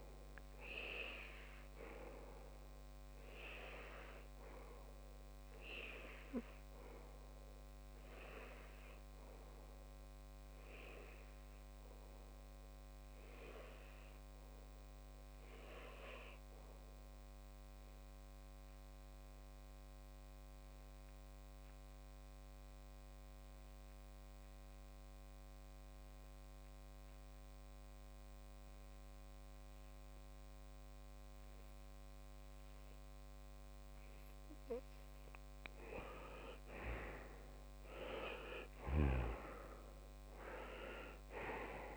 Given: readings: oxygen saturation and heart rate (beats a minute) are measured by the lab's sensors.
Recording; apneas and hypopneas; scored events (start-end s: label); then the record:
breathing in sleep by a microphone on the trachea; 1
0.00-10.50 s: oxygen desaturation (device-marked, oxygen 95% lowest)
4.00-34.50 s: obstructive apnea (oxygen 99% before, 94% lowest)
15.50-26.50 s: oxygen desaturation (device-marked, oxygen 97% before, 94% lowest)
36.50-40.50 s: arousal
37.50-41.97 s: oxygen desaturation (device-marked, oxygen 99% before, 95% lowest)
From the record:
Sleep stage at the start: N2 (light sleep); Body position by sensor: on the left side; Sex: male